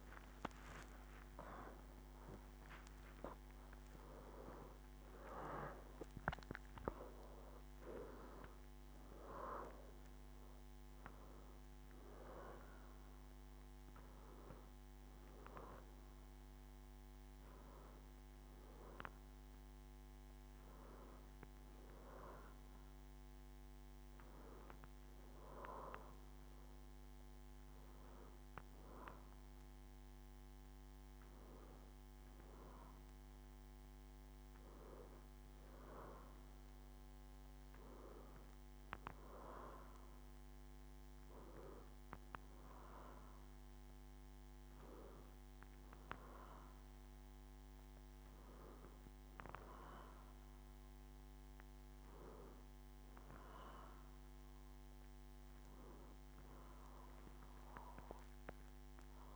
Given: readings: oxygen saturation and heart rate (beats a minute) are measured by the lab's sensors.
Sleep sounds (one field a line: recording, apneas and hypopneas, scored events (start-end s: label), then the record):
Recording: breathing in sleep by a microphone on the trachea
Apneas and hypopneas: none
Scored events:
1.00-3.00 s: long interval between heartbeats (device-marked, heart rate 99 before, 150 extreme)
56.00-59.36 s: arousal
From the record:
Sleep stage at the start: N2 (light sleep)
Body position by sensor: on the back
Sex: female